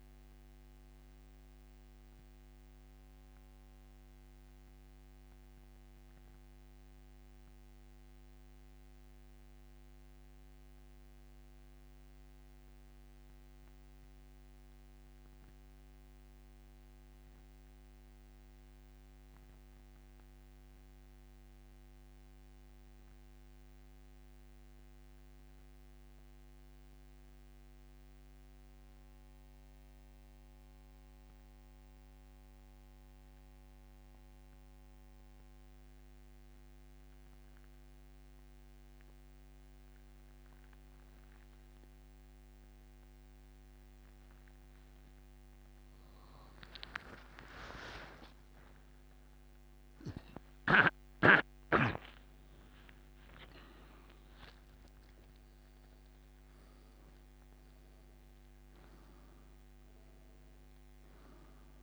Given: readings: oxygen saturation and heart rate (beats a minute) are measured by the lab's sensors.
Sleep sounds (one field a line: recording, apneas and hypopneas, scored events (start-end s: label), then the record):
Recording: breathing in sleep by a microphone on the trachea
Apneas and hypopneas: 1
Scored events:
3.50-45.50 s: mixed apnea (oxygen 97% before, 86% lowest, heart rate 84 before, 66 extreme, up 50 after)
19.00-35.00 s: oxygen desaturation (device-marked, oxygen 94% before, 87% lowest, heart rate 98 before, 66 extreme)
48.00-54.00 s: arousal
From the record:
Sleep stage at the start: N2 (light sleep)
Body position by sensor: on the back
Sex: male